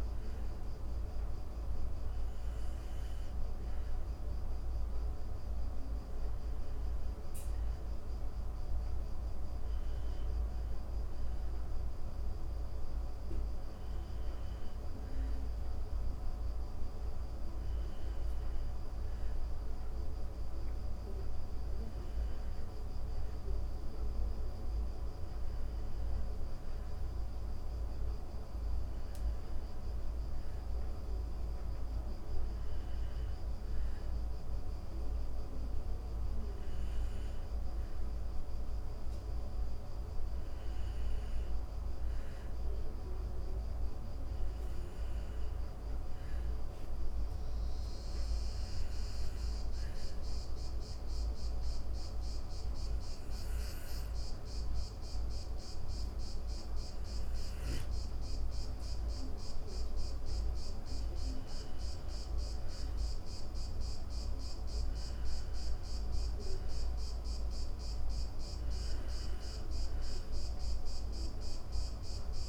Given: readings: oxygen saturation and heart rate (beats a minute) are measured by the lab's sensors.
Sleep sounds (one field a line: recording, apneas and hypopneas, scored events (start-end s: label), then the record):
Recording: breathing in sleep, hard to hear, by a room microphone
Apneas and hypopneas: 1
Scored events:
42.00-56.00 s: hypopnea (oxygen 96% before, 91% lowest, heart rate 80 before, 57 extreme)
42.50-72.49 s: new sleep stage, N2 (light sleep)
58.50-61.50 s: arousal
61.50-72.49 s: oxygen desaturation (device-marked, oxygen 95% before, 91% lowest, heart rate 83 before, 67 extreme)
From the record:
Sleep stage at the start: N1 (lightest sleep)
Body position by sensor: on the back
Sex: female